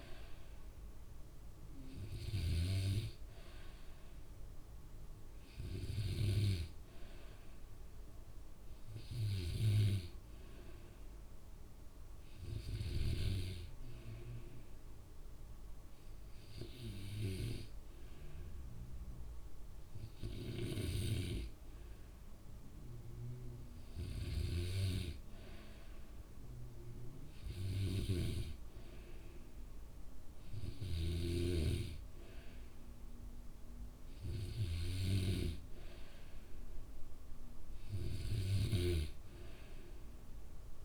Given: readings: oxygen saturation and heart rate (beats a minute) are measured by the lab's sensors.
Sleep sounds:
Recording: breathing in sleep by a room microphone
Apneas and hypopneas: none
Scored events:
28.00-40.85 s: snoring (device-marked)
From the record:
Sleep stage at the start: N2 (light sleep)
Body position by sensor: on the back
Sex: male

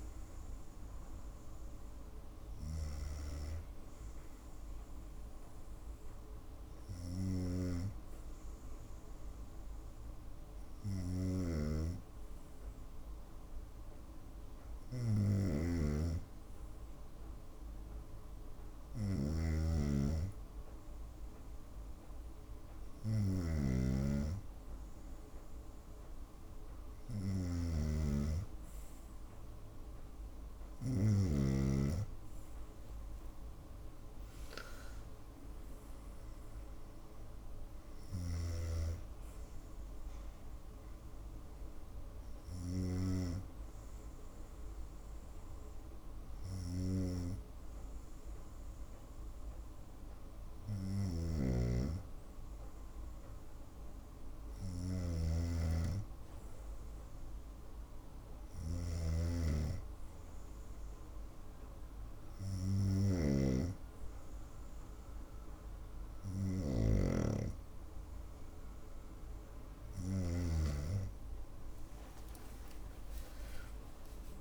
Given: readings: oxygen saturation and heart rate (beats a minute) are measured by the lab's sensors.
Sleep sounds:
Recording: breathing in sleep by a room microphone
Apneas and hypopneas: none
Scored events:
15.00-31.00 s: snoring (device-marked)
50.50-63.00 s: snoring (device-marked)
72.00-74.41 s: arousal
From the record:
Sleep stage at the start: N2 (light sleep)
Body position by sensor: on the right side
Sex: female

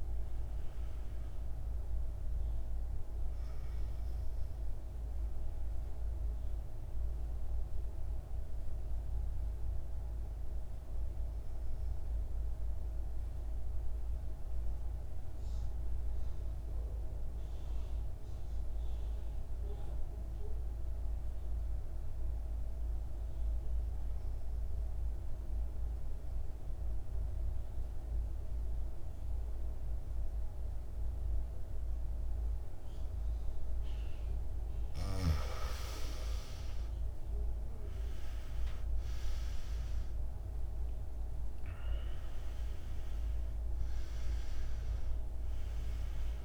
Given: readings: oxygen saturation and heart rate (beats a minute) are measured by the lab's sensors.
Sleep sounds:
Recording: breathing in sleep, hard to hear, by a room microphone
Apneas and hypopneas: 1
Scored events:
0.00-11.00 s: oxygen desaturation (device-marked, oxygen 88% lowest, heart rate 51 extreme)
5.50-33.50 s: obstructive apnea (oxygen 98% before, 82% lowest, heart rate 61 before, 51 extreme, up 15 after)
13.00-21.00 s: oxygen desaturation (device-marked, oxygen 96% before, 87% lowest, heart rate 59 before, 53 extreme)
33.00-46.44 s: oxygen desaturation (device-marked, oxygen 99% before, 82% lowest, heart rate 54 before, 52 extreme)
36.50-41.00 s: arousal
From the record:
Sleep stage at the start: N2 (light sleep)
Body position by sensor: on the back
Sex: male

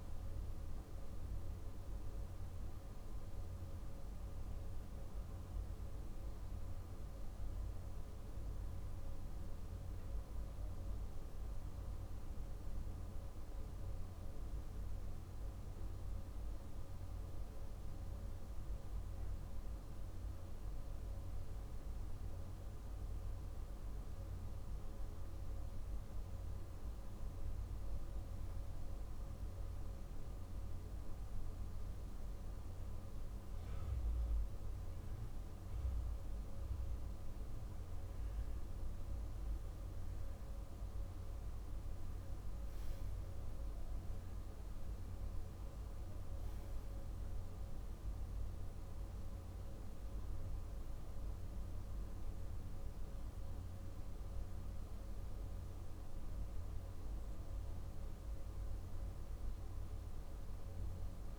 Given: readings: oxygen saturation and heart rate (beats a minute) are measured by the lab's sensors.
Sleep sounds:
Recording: breathing in sleep, hard to hear, by a room microphone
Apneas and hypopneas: 1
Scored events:
1.50-28.50 s: hypopnea (oxygen 97% before, 94% lowest, heart rate 58 before, 54 extreme, up 2 after)
30.00-34.00 s: arousal
From the record:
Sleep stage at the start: REM sleep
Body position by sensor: on the left side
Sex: male

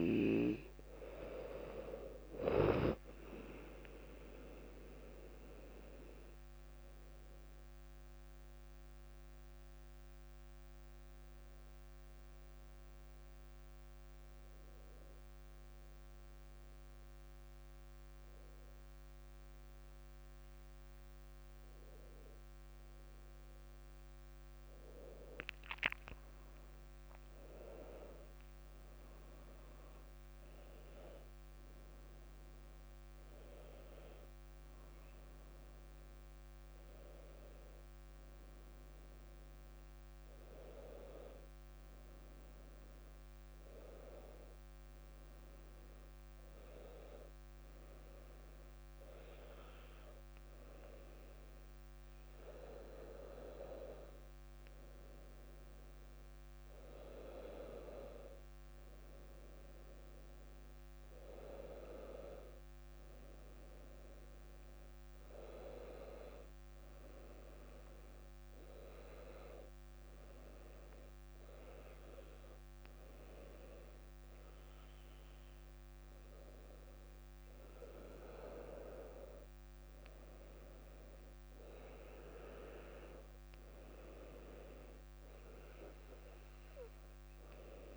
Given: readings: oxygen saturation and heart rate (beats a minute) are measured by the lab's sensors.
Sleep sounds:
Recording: breathing in sleep by a microphone on the trachea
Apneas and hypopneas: 1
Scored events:
1.50-5.00 s: arousal
68.00-79.00 s: hypopnea (oxygen 99% before, 96% lowest, heart rate 60 before, 58 extreme, up 2 after)
83.00-86.50 s: arousal
From the record:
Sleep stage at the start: N2 (light sleep)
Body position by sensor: on the back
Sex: female

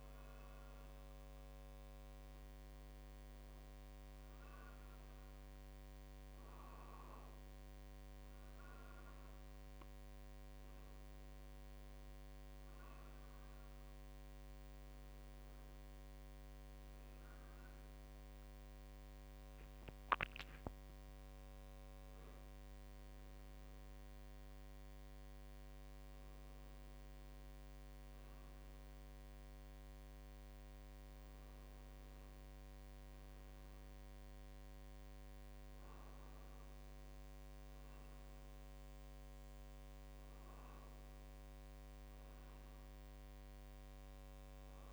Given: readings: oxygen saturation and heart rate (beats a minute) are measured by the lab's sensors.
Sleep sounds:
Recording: breathing in sleep, hard to hear, by a microphone on the trachea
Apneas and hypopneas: none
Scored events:
17.50-22.00 s: arousal
From the record:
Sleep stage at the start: N1 (lightest sleep)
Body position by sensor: on the right side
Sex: male

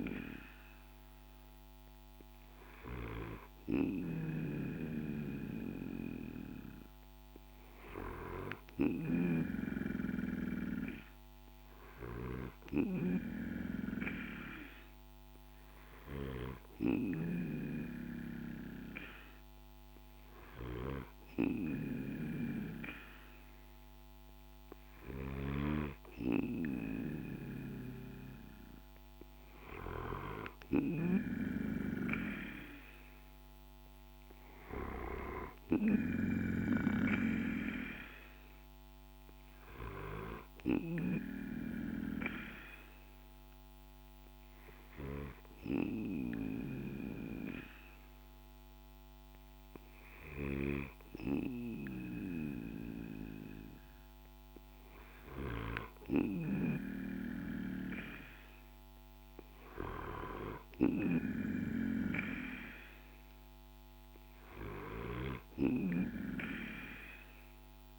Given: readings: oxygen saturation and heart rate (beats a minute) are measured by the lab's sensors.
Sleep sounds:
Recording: breathing in sleep by a microphone on the trachea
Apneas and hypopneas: 2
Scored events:
0.00-9.00 s: oxygen desaturation (device-marked, oxygen 90% lowest, heart rate 51 extreme)
14.00-27.00 s: hypopnea (oxygen 95% before, 90% lowest, heart rate 53 before, 53 extreme, up 1 after)
30.00-34.50 s: arousal
42.00-54.50 s: hypopnea (oxygen 94% before, 90% lowest, heart rate 55 before, 53 extreme, up 2 after)
46.00-65.00 s: oxygen desaturation (device-marked, oxygen 94% before, 90% lowest, heart rate 55 before, 53 extreme)
57.50-61.50 s: arousal
64.00-67.99 s: snoring (device-marked)
From the record:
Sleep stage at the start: N2 (light sleep)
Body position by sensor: on the back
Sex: male

